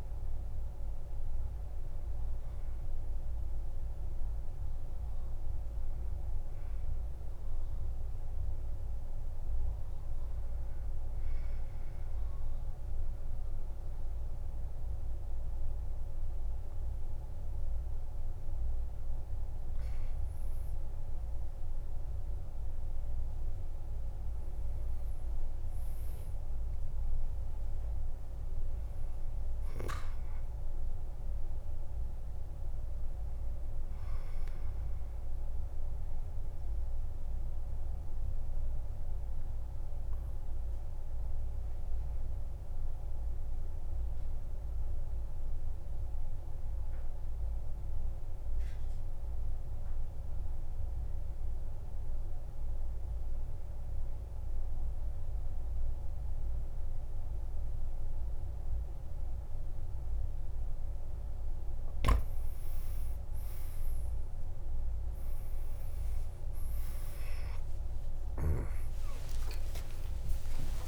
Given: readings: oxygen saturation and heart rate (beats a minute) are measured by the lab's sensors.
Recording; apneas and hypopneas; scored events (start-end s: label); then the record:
breathing in sleep, hard to hear, by a room microphone; 2
0.00-13.00 s: oxygen desaturation (device-marked, oxygen 94% lowest, heart rate 50 extreme)
7.00-20.00 s: obstructive apnea (oxygen 98% before, 90% lowest, heart rate 58 before, 48 extreme, up 8 after)
22.00-26.00 s: arousal
26.00-43.00 s: oxygen desaturation (device-marked, oxygen 98% before, 94% lowest, heart rate 53 before, 48 extreme)
36.50-59.50 s: obstructive apnea (oxygen 98% before, 88% lowest, heart rate 55 before, 48 extreme, up 39 after)
56.00-70.88 s: new sleep stage, N1 (lightest sleep)
58.00-70.88 s: oxygen desaturation (device-marked, oxygen 97% before, 88% lowest, heart rate 51 before, 53 extreme)
66.00-68.00 s: long interval between heartbeats (device-marked, heart rate 55 before, 77 extreme)
66.00-70.88 s: tachycardia (device-marked, heart rate 55 before, 169 extreme)
66.50-70.88 s: arousal
From the record:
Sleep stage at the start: N2 (light sleep); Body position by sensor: on the back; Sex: male